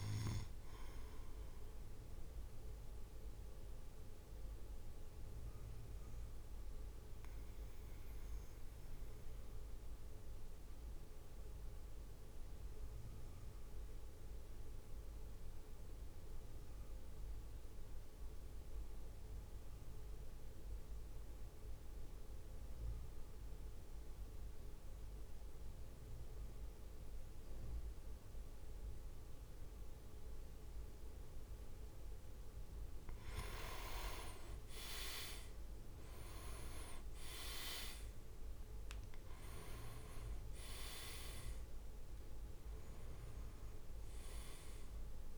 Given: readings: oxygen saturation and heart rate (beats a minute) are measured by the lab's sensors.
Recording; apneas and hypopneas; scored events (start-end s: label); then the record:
breathing in sleep by a room microphone; 1
0.00-3.50 s: oxygen desaturation (device-marked, oxygen 96% lowest, heart rate 49 extreme)
0.00-4.50 s: drop in pulse transit time (device-marked, heart rate 53 extreme)
2.50-32.00 s: mixed apnea (oxygen 100% before, 93% lowest, heart rate 58 before, 49 extreme, up 4 after)
10.50-21.50 s: oxygen desaturation (device-marked, oxygen 97% before, 94% lowest, heart rate 56 before, 54 extreme)
34.00-35.50 s: leg movement (device-marked)
34.00-38.00 s: arousal
36.00-38.50 s: leg movement (device-marked)
36.50-45.38 s: drop in pulse transit time (device-marked, heart rate 55 before, 54 extreme)
36.50-45.38 s: oxygen desaturation (device-marked, oxygen 99% before, 95% lowest, heart rate 55 before, 49 extreme)
From the record:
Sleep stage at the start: N2 (light sleep); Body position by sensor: on the back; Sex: male